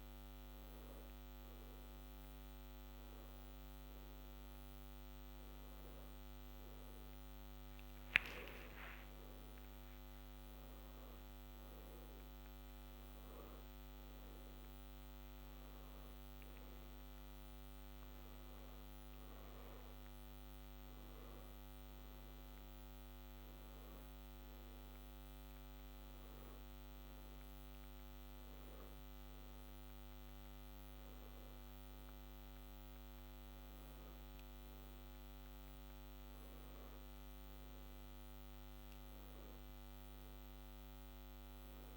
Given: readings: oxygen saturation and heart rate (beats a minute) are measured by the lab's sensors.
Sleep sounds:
breathing in sleep, hard to hear, by a microphone on the trachea; none
7.50-12.50 s: arousal
11.00-33.00 s: oxygen desaturation (device-marked, oxygen 93% before, 89% lowest, heart rate 80 before, 78 extreme)
From the record:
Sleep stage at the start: N1 (lightest sleep); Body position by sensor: on the back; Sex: male

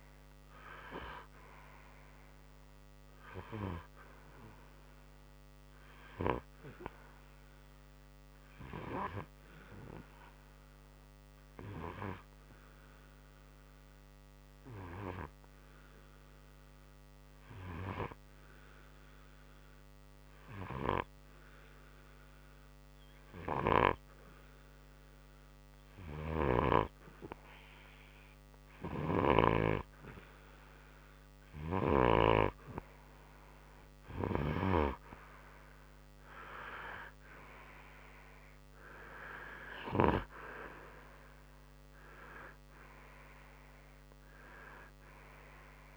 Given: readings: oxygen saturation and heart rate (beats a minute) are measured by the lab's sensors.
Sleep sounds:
breathing in sleep by a microphone on the trachea; 1
8.50-26.00 s: obstructive apnea (oxygen 95% before, 90% lowest, heart rate 64 before, 61 extreme, up 4 after)
32.00-36.00 s: arousal
37.50-45.96 s: oxygen desaturation (device-marked, oxygen 95% before, 90% lowest, heart rate 64 before, 58 extreme)
From the record:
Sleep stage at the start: N2 (light sleep); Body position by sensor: on the right side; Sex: male

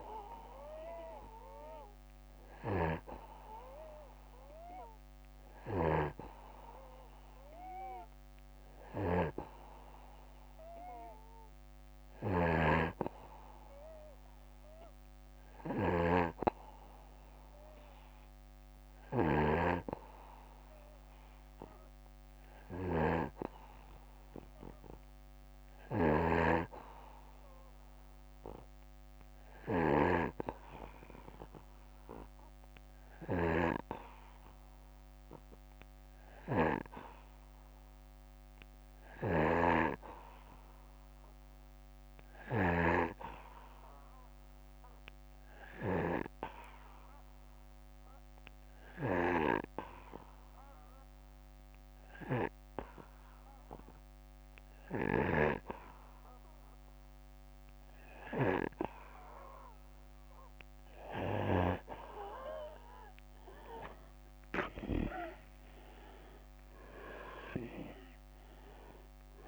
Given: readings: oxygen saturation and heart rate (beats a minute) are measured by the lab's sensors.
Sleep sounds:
breathing in sleep by a microphone on the trachea; 1
0.00-64.50 s: snoring (device-marked)
8.00-21.00 s: oxygen desaturation (device-marked, oxygen 95% before, 91% lowest, heart rate 62 before, 60 extreme)
16.50-54.50 s: hypopnea (oxygen 95% before, 87% lowest, heart rate 62 before, 61 extreme, up 1 after)
41.00-69.47 s: oxygen desaturation (device-marked, oxygen 94% before, 88% lowest, heart rate 62 before, 58 extreme)
63.00-67.50 s: arousal
From the record:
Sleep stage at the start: N2 (light sleep); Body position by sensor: on the back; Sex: male

